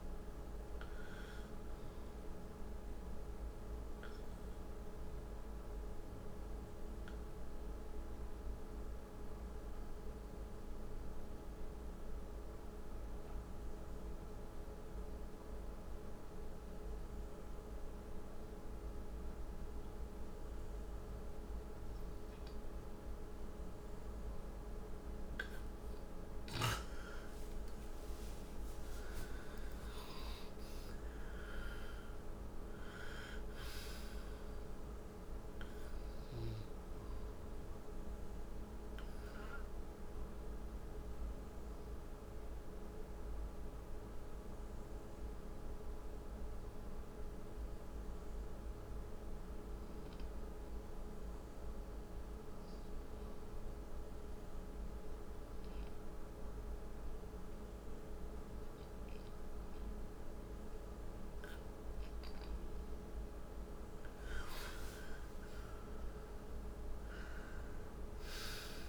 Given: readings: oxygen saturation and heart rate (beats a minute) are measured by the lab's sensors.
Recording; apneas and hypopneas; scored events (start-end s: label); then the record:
breathing in sleep, hard to hear, by a room microphone; 2
0.00-14.50 s: oxygen desaturation (device-marked, oxygen 89% lowest, heart rate 54 extreme)
3.50-25.00 s: obstructive apnea (oxygen 97% before, 88% lowest, heart rate 75 before, 53 extreme, up 41 after)
26.50-31.00 s: arousal
26.50-55.50 s: oxygen desaturation (device-marked, oxygen 98% before, 89% lowest, heart rate 58 before, 53 extreme)
38.00-61.00 s: obstructive apnea (oxygen 98% before, 88% lowest, heart rate 72 before, 55 extreme, up 4 after)
63.00-68.00 s: arousal
63.50-68.89 s: oxygen desaturation (device-marked, oxygen 98% before, 88% lowest, heart rate 61 before, 55 extreme)
From the record:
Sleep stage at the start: N2 (light sleep); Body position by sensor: on the right side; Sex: male